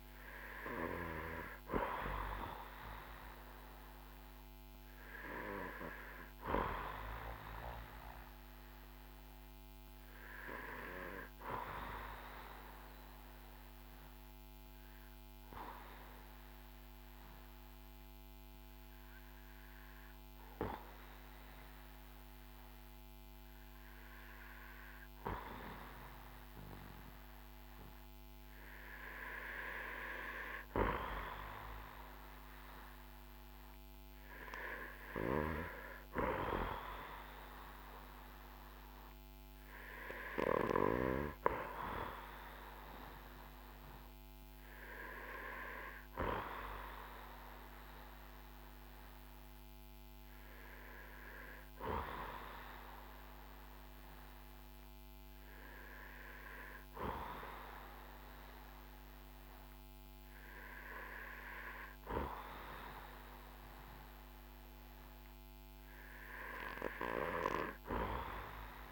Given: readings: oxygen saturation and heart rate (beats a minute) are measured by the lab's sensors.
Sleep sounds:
breathing in sleep by a microphone on the trachea; 1
14.50-29.00 s: obstructive apnea (oxygen 95% before, 92% lowest, heart rate 60 before, 53 extreme, up 12 after)
31.50-35.50 s: arousal
From the record:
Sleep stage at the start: N2 (light sleep); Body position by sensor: on the back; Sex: male

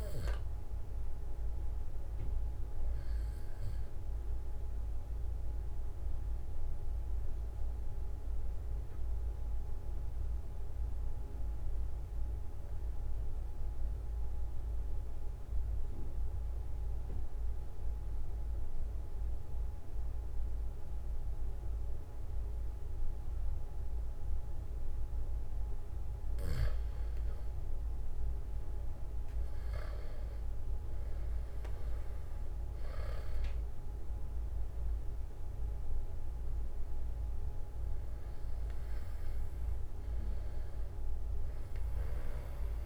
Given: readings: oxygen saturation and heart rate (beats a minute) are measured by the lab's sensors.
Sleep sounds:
breathing in sleep, hard to hear, by a room microphone; 1
0.00-11.00 s: oxygen desaturation (device-marked, oxygen 92% lowest, heart rate 43 extreme)
6.50-26.00 s: mixed apnea (oxygen 97% before, 92% lowest, heart rate 45 before, 44 extreme, up 3 after)
26.50-31.50 s: arousal
From the record:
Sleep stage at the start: N2 (light sleep); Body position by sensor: on the back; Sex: male

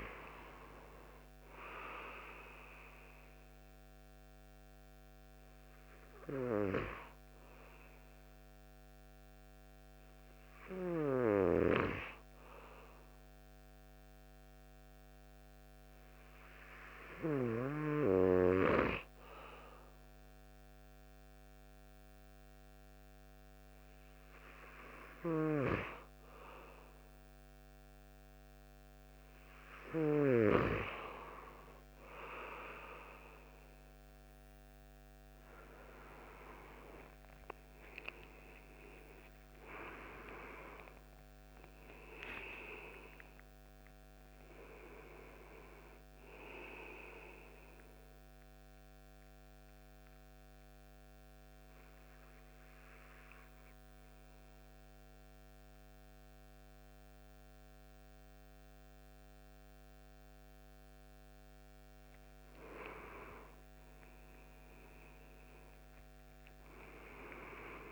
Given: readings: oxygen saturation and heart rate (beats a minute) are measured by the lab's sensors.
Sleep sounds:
breathing in sleep by a microphone on the trachea; 1
37.00-42.00 s: arousal
48.50-61.00 s: mixed apnea (oxygen 95% before, 93% lowest)
64.00-67.91 s: arousal
From the record:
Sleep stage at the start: N2 (light sleep); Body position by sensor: on the right side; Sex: male

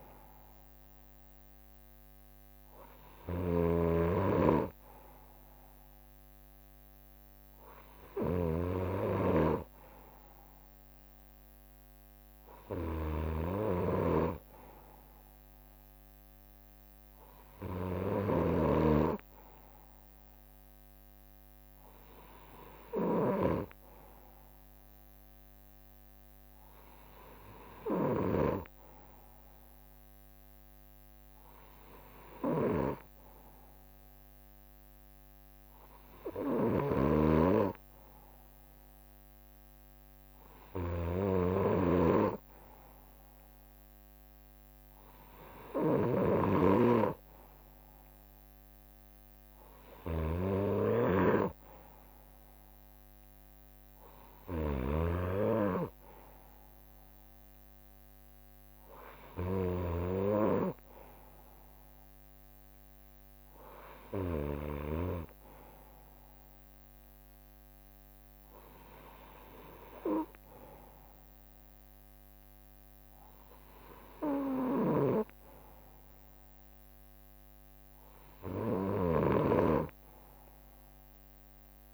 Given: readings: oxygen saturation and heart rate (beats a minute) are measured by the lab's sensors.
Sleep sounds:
breathing in sleep by a microphone on the trachea; none
0.00-59.50 s: snoring (device-marked)
3.00-11.50 s: leg movement (device-marked)
16.00-24.50 s: leg movement (device-marked)
27.50-33.00 s: leg movement (device-marked)
33.50-38.50 s: leg movement (device-marked)
44.50-54.00 s: leg movement (device-marked)
55.50-64.00 s: leg movement (device-marked)
67.50-68.50 s: leg movement (device-marked)
72.50-78.50 s: leg movement (device-marked)
74.50-81.94 s: snoring (device-marked)
From the record:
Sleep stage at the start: N2 (light sleep); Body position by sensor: on the right side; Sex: male

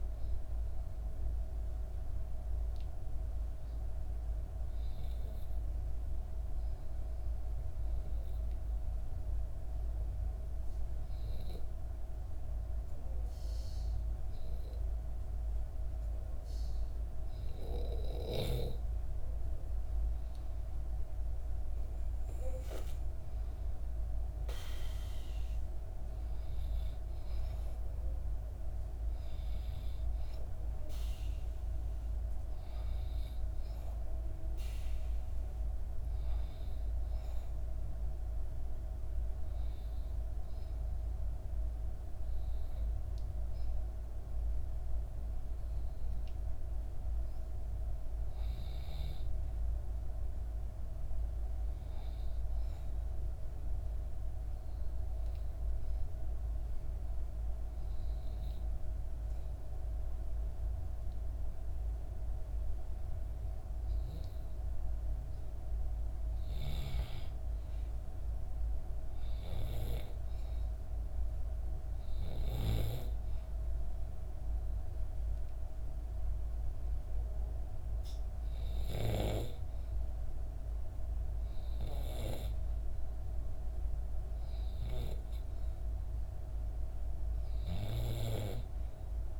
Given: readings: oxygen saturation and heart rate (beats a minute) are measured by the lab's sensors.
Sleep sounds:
breathing in sleep by a room microphone; 2
0.00-6.00 s: oxygen desaturation (device-marked, oxygen 92% lowest, heart rate 65 extreme)
5.50-19.00 s: obstructive apnea (oxygen 97% before, 91% lowest, heart rate 67 before, 64 extreme, up 6 after)
20.00-23.00 s: arousal
26.00-42.00 s: oxygen desaturation (device-marked, oxygen 95% before, 91% lowest, heart rate 67 before, 64 extreme)
52.50-65.00 s: obstructive apnea (oxygen 96% before, 92% lowest, heart rate 65 before, 64 extreme, up 4 after)
66.50-70.00 s: arousal
72.00-85.00 s: oxygen desaturation (device-marked, oxygen 95% before, 92% lowest, heart rate 65 before, 64 extreme)
From the record:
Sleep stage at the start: N2 (light sleep); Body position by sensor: on the back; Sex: female

